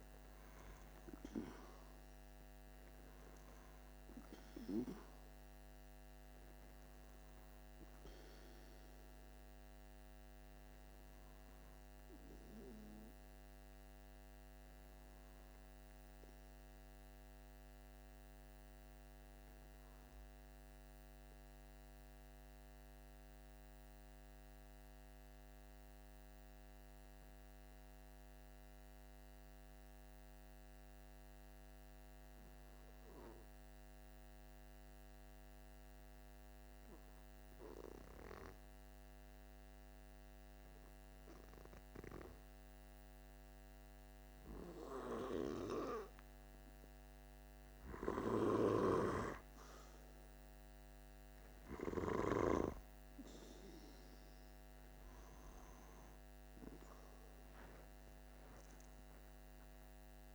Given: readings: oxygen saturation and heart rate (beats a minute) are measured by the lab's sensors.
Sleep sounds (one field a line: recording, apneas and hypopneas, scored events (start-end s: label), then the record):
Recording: breathing in sleep by a microphone on the trachea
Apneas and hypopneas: 1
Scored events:
0.00-2.00 s: arousal
6.00-28.00 s: oxygen desaturation (device-marked, oxygen 98% before, 94% lowest, heart rate 49 before, 46 extreme)
20.50-43.50 s: mixed apnea (oxygen 98% before, 94% lowest, heart rate 48 before, 46 extreme, up 2 after)
46.00-51.50 s: arousal
48.00-52.00 s: snoring (device-marked)
52.00-60.35 s: oxygen desaturation (device-marked, oxygen 98% before, 94% lowest, heart rate 47 before, 44 extreme)
From the record:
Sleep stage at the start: N2 (light sleep)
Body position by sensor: on the back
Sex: male